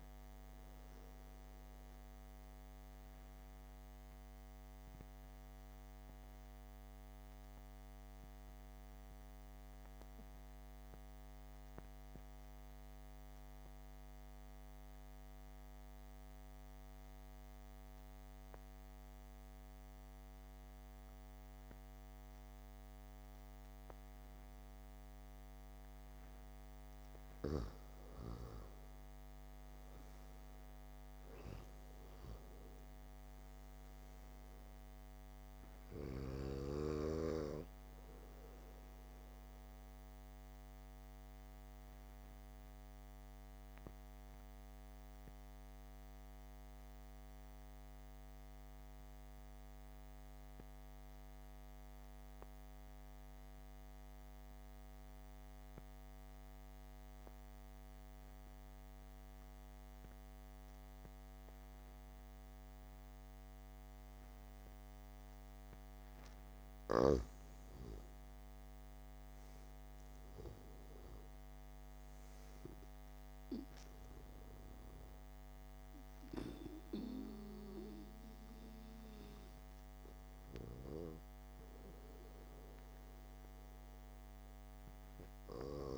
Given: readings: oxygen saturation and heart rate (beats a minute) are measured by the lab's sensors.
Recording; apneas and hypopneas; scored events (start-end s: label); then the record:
breathing in sleep by a microphone on the trachea; 2
0.00-18.00 s: oxygen desaturation (device-marked, oxygen 90% lowest, heart rate 59 extreme)
2.50-27.50 s: obstructive apnea (oxygen 99% before, 90% lowest, heart rate 64 before, 63 extreme, up 2 after)
29.50-33.50 s: arousal
35.00-54.00 s: oxygen desaturation (device-marked, oxygen 97% before, 90% lowest, heart rate 66 before, 58 extreme)
40.50-67.50 s: obstructive apnea (oxygen 99% before, 89% lowest, heart rate 66 before, 58 extreme, up 3 after)
67.00-85.98 s: oxygen desaturation (device-marked, oxygen 98% before, 89% lowest, heart rate 68 before, 58 extreme)
68.50-72.00 s: arousal
From the record:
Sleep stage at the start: N2 (light sleep); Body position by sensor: on the back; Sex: male